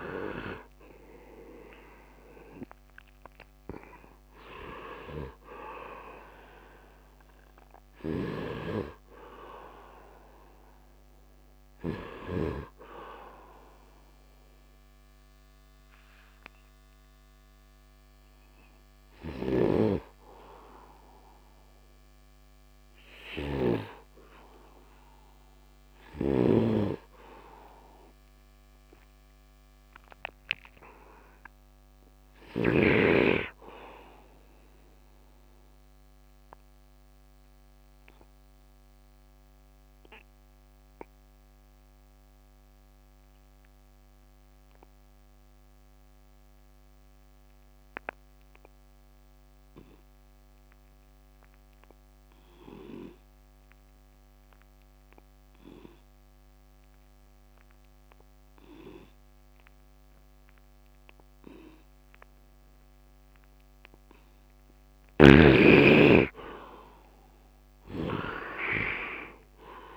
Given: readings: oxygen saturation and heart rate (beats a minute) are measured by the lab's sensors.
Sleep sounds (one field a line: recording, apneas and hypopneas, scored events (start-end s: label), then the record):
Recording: breathing in sleep by a microphone on the trachea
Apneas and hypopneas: 2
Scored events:
0.00-24.00 s: oxygen desaturation (device-marked, oxygen 68% lowest, heart rate 70 extreme)
7.50-12.50 s: snoring (device-marked)
14.00-26.00 s: obstructive apnea (oxygen 89% before, 68% lowest, heart rate 86 before, 70 extreme, up 15 after)
19.00-32.50 s: snoring (device-marked)
29.00-33.00 s: arousal
37.00-63.00 s: obstructive apnea (oxygen 100% before, 71% lowest, heart rate 83 before, 67 extreme, up 15 after)
53.00-69.97 s: oxygen desaturation (device-marked, oxygen 97% before, 71% lowest, heart rate 76 before, 67 extreme)
64.50-68.00 s: snoring (device-marked)
66.50-69.97 s: arousal
From the record:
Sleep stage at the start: N2 (light sleep)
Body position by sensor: on the right side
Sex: male